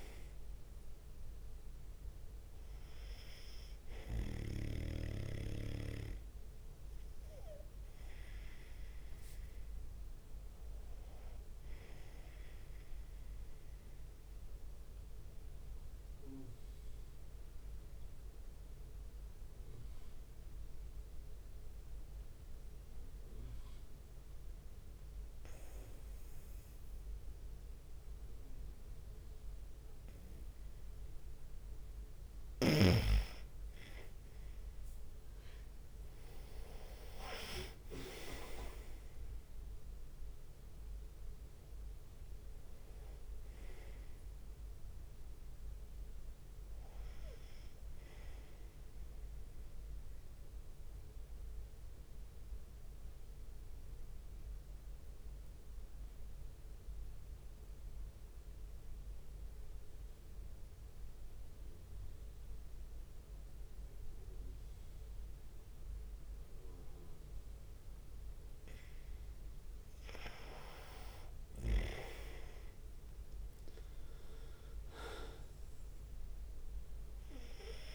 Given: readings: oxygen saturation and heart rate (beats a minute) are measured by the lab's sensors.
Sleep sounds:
breathing in sleep by a room microphone; 2
0.00-7.00 s: drop in pulse transit time (device-marked, heart rate 65 extreme)
0.00-18.00 s: oxygen desaturation (device-marked, oxygen 91% lowest, heart rate 62 extreme)
9.00-10.50 s: leg movement (device-marked)
14.50-31.50 s: obstructive apnea (oxygen 97% before, 91% lowest, heart rate 67 before, 61 extreme, up 6 after)
31.00-32.50 s: leg movement (device-marked)
33.00-41.00 s: leg movement (device-marked)
33.50-37.50 s: arousal
38.00-53.00 s: drop in pulse transit time (device-marked, heart rate 65 before, 61 extreme)
38.00-64.00 s: oxygen desaturation (device-marked, oxygen 97% before, 92% lowest, heart rate 65 before, 61 extreme)
51.00-69.50 s: obstructive apnea (oxygen 97% before, 92% lowest, heart rate 66 before, 63 extreme, up 13 after)
71.00-75.50 s: arousal
72.00-77.94 s: leg movement (device-marked)
From the record:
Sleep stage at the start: N2 (light sleep); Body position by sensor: on the right side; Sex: male

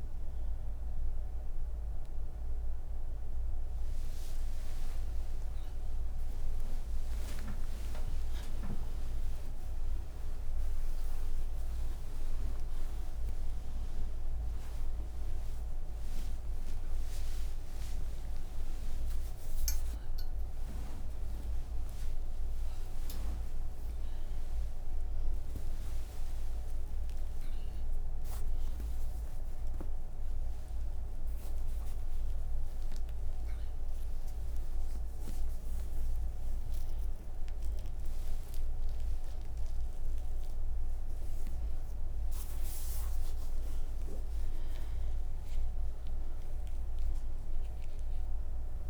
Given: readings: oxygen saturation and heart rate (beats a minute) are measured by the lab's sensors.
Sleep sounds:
breathing in sleep, hard to hear, by a room microphone; none
27.00-34.00 s: oxygen desaturation (device-marked, oxygen 97% before, 91% lowest, heart rate 99 before, 39 extreme)
From the record:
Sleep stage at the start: N1 (lightest sleep); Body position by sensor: on the right side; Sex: female

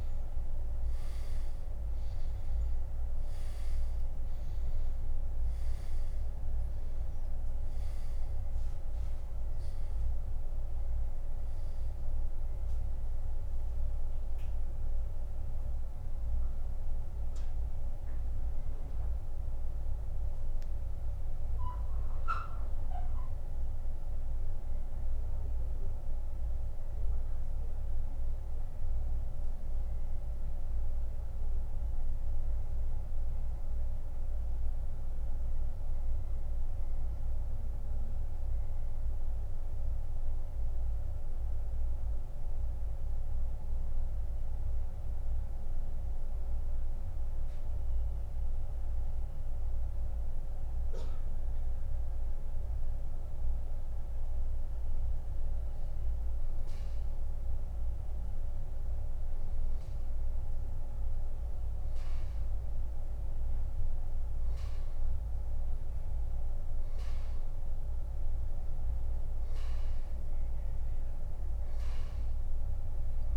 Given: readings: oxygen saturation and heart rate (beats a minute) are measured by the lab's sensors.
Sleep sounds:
breathing in sleep, hard to hear, by a room microphone; 1
6.50-50.50 s: oxygen desaturation (device-marked, oxygen 98% before, 86% lowest, heart rate 96 before, 68 extreme)
21.50-24.50 s: arousal
26.50-53.50 s: obstructive apnea (oxygen 98% before, 86% lowest, heart rate 83 before, 68 extreme, up 4 after)
59.50-63.50 s: arousal
From the record:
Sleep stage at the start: N2 (light sleep); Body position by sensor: on the back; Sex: male

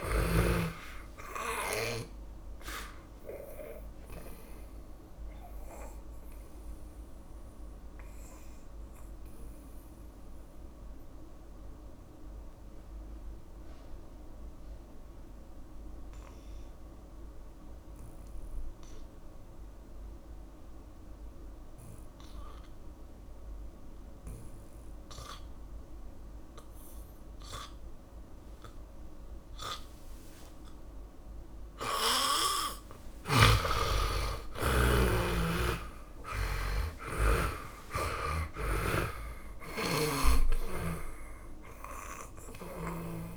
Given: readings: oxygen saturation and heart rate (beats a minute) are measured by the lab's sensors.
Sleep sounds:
breathing in sleep by a room microphone; 1
0.50-23.50 s: oxygen desaturation (device-marked, oxygen 96% before, 82% lowest, heart rate 58 before, 51 extreme)
5.50-33.50 s: mixed apnea (oxygen 100% before, 82% lowest, heart rate 62 before, 51 extreme, up 23 after)
34.50-39.00 s: arousal
40.50-43.37 s: oxygen desaturation (device-marked, oxygen 99% before, 82% lowest, heart rate 57 before, 51 extreme)
From the record:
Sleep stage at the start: N2 (light sleep); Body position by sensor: on the back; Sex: male

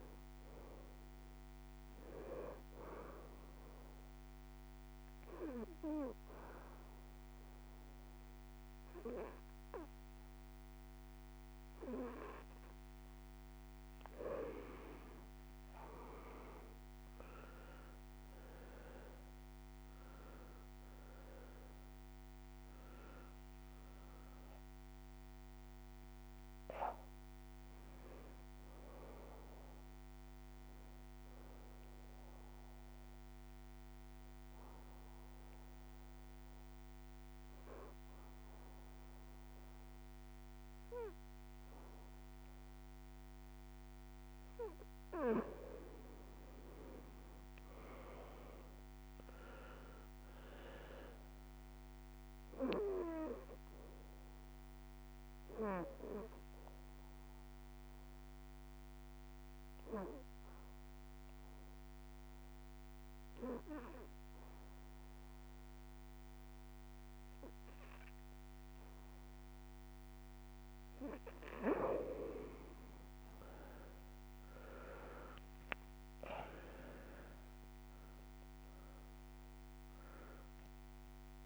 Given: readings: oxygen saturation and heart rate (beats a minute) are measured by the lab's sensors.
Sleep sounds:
breathing in sleep by a microphone on the trachea; 3
3.00-13.00 s: obstructive apnea (oxygen 100% before, 89% lowest, heart rate 118 before, 69 extreme, up 26 after)
15.50-20.00 s: arousal
31.50-43.00 s: obstructive apnea (oxygen 93% before, 87% lowest, heart rate 98 before, 63 extreme, up 15 after)
45.50-49.50 s: arousal
52.00-65.00 s: oxygen desaturation (device-marked, oxygen 99% before, 89% lowest, heart rate 84 before, 56 extreme)
55.50-70.50 s: obstructive apnea (oxygen 99% before, 87% lowest, heart rate 88 before, 56 extreme, up 38 after)
70.00-81.46 s: oxygen desaturation (device-marked, oxygen 97% before, 87% lowest, heart rate 125 before, 56 extreme)
From the record:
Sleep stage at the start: N2 (light sleep); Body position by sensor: on the right side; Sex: male

